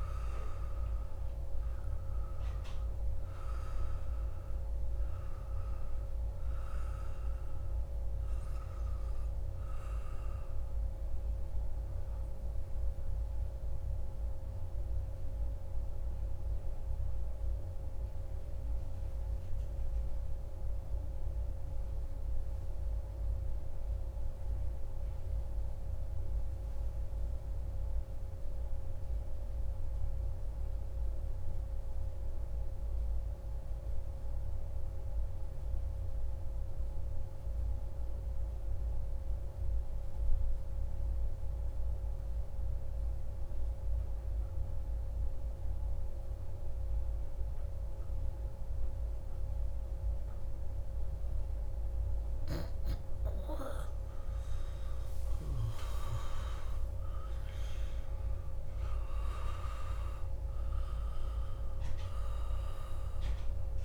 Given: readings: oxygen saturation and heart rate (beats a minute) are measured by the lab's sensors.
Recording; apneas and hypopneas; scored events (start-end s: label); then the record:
breathing in sleep, hard to hear, by a room microphone; 1
0.00-12.50 s: oxygen desaturation (device-marked, oxygen 92% lowest, heart rate 58 extreme)
14.00-53.00 s: mixed apnea (oxygen 97% before, 90% lowest, heart rate 121 before, 58 extreme)
45.50-63.85 s: oxygen desaturation (device-marked, oxygen 98% before, 90% lowest)
54.00-59.50 s: arousal
From the record:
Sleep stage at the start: N2 (light sleep); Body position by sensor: on the back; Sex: male